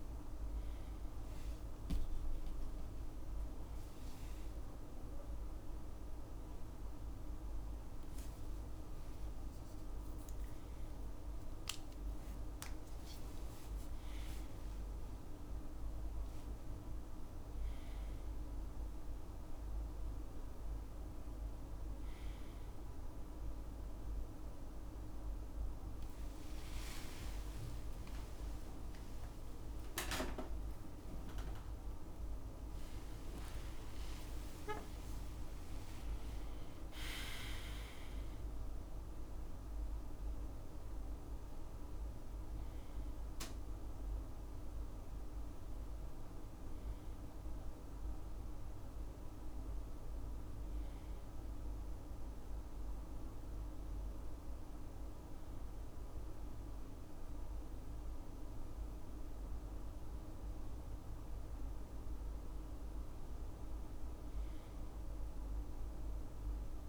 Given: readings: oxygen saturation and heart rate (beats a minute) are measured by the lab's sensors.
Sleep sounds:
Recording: a person partly awake in a sleep study, hard to hear, by a room microphone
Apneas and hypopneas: none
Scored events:
28.00-58.00 s: new sleep stage, N1 (lightest sleep)
58.00-66.89 s: new sleep stage, N2 (light sleep)
From the record:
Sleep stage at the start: awake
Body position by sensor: on the left side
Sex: male

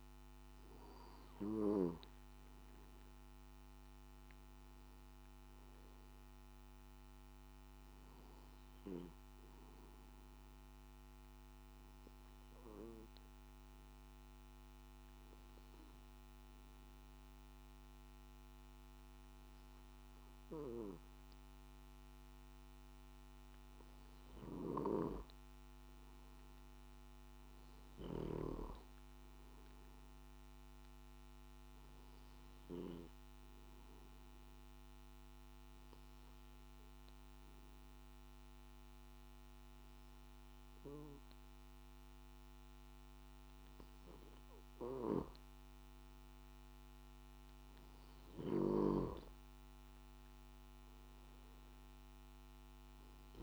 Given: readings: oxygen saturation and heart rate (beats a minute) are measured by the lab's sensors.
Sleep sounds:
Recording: breathing in sleep by a microphone on the trachea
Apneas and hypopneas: 2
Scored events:
11.00-22.00 s: hypopnea (oxygen 95% before, 93% lowest, heart rate 56 before, 52 extreme, up 3 after)
13.00-53.43 s: new sleep stage, N1 (lightest sleep)
34.50-45.50 s: obstructive apnea (oxygen 96% before, 94% lowest, heart rate 55 before, 51 extreme, up 5 after)
From the record:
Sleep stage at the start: N3 (deep sleep)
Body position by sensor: on the back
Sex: male

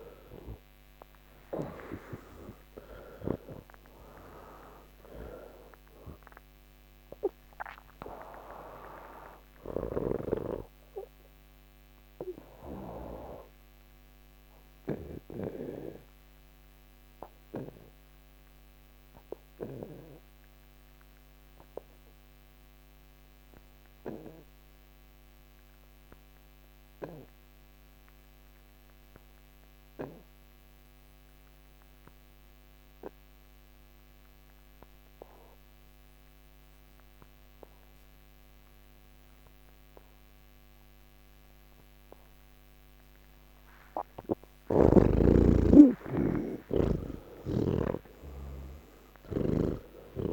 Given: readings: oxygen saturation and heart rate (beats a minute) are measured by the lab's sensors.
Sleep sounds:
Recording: breathing in sleep by a microphone on the trachea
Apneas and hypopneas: 1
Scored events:
0.00-22.00 s: oxygen desaturation (device-marked, oxygen 81% lowest, heart rate 28 extreme)
13.00-43.50 s: obstructive apnea (oxygen 96% before, 81% lowest, heart rate 87 before, 86 extreme)
37.00-50.33 s: oxygen desaturation (device-marked, oxygen 99% before, 83% lowest, heart rate 141 before, 30 extreme)
From the record:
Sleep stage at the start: N3 (deep sleep)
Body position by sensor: on the back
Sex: male

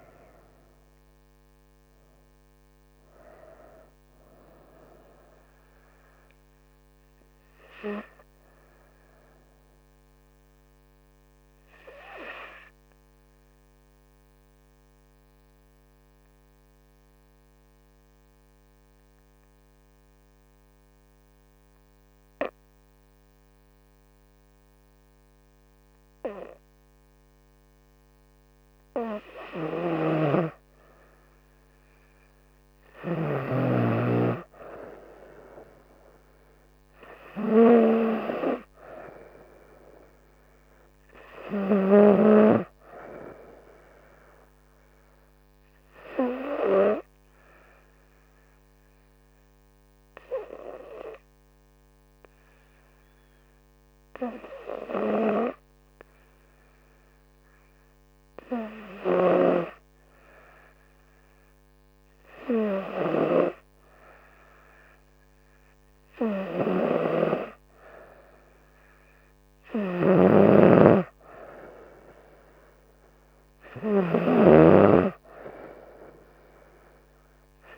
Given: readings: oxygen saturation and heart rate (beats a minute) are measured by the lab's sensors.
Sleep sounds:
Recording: breathing in sleep by a microphone on the trachea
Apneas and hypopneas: 2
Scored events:
0.00-2.00 s: arousal
0.00-10.50 s: oxygen desaturation (device-marked, oxygen 94% lowest, heart rate 65 extreme)
13.00-28.00 s: obstructive apnea (oxygen 98% before, 93% lowest, heart rate 73 before, 67 extreme, up 2 after)
29.50-32.50 s: arousal
40.50-54.50 s: oxygen desaturation (device-marked, oxygen 97% before, 93% lowest, heart rate 68 before, 68 extreme)
45.00-63.00 s: hypopnea (oxygen 98% before, 93% lowest, heart rate 68 before, 68 extreme, up 2 after)
64.50-67.50 s: arousal
From the record:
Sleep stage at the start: N2 (light sleep)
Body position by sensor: on the front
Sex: female

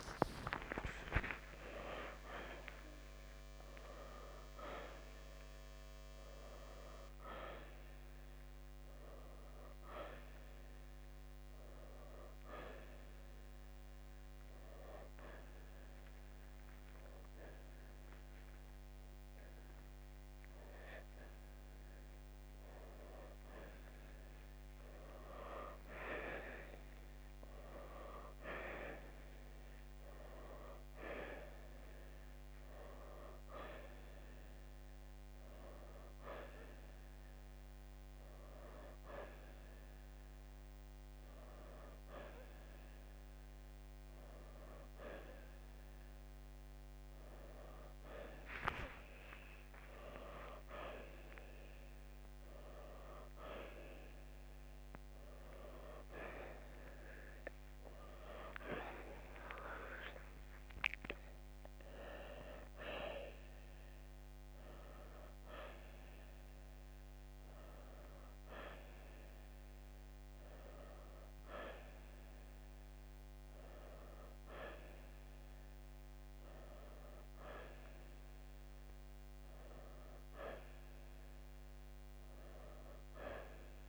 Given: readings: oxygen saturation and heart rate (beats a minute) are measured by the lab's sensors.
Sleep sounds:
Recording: breathing in sleep by a microphone on the trachea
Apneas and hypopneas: none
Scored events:
0.00-2.50 s: arousal
17.50-21.50 s: arousal
37.00-46.00 s: oxygen desaturation (device-marked, oxygen 94% before, 91% lowest, heart rate 134 before, 73 extreme)
49.00-52.50 s: arousal
From the record:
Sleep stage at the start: N2 (light sleep)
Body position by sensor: on the right side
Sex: male

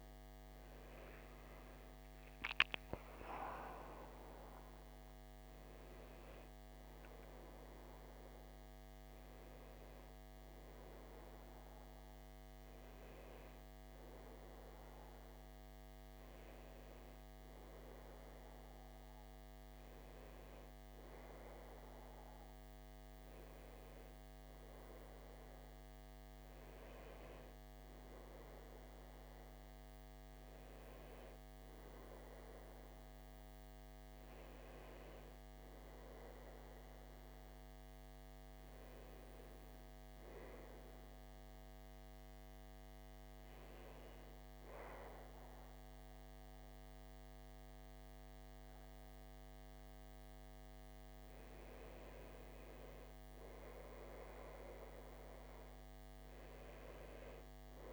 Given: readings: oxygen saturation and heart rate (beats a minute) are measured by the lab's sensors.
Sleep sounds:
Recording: breathing in sleep by a microphone on the trachea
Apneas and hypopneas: 1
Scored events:
0.00-5.00 s: oxygen desaturation (device-marked, oxygen 91% lowest, heart rate 58 extreme)
41.00-52.00 s: hypopnea (oxygen 95% before, 91% lowest, heart rate 59 before, 58 extreme, up 6 after)
54.50-57.93 s: arousal
From the record:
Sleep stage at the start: N1 (lightest sleep)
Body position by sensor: on the back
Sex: male

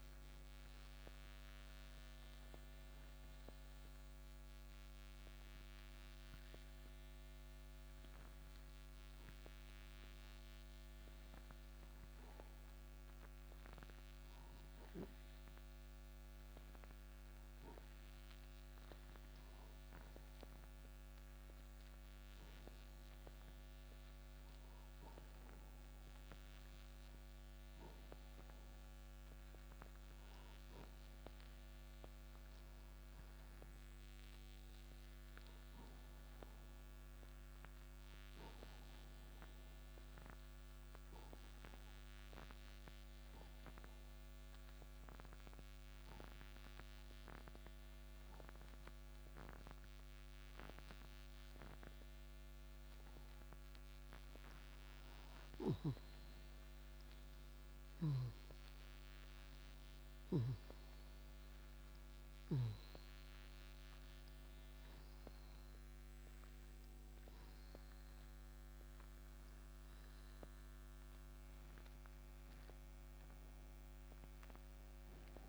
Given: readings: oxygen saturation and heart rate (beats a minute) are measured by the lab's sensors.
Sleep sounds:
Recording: breathing in sleep, hard to hear, by a microphone on the trachea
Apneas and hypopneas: 1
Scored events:
0.00-25.00 s: oxygen desaturation (device-marked, oxygen 88% lowest, heart rate 79 extreme)
39.00-55.00 s: obstructive apnea (oxygen 98% before, 89% lowest, heart rate 111 before, 93 extreme, up 41 after)
57.50-62.00 s: arousal
65.00-75.49 s: oxygen desaturation (device-marked, oxygen 95% before, 89% lowest, heart rate 141 before, 85 extreme)
From the record:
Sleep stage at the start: N2 (light sleep)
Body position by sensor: on the right side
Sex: male

